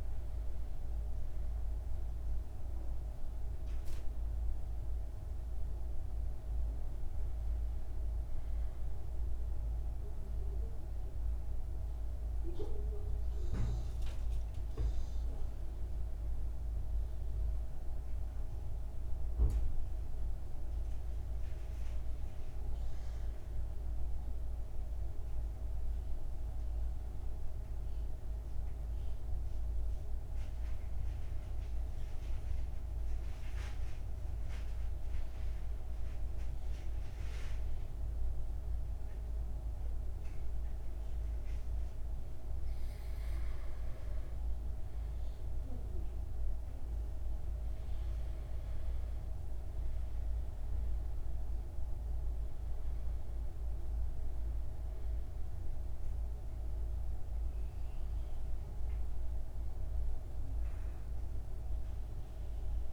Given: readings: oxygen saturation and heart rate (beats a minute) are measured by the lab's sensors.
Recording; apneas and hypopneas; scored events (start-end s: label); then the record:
a person partly awake in a sleep study, hard to hear, by a room microphone; 1
7.50-37.50 s: new sleep stage, N1 (lightest sleep)
31.50-43.00 s: mixed apnea (oxygen 99% before, 91% lowest, heart rate 58 before, 56 extreme, up 5 after)
37.50-62.93 s: new sleep stage, N2 (light sleep)
45.50-60.50 s: oxygen desaturation (device-marked, oxygen 97% before, 91% lowest, heart rate 58 before, 55 extreme)
47.50-51.00 s: arousal
From the record:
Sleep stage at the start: awake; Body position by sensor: on the back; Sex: male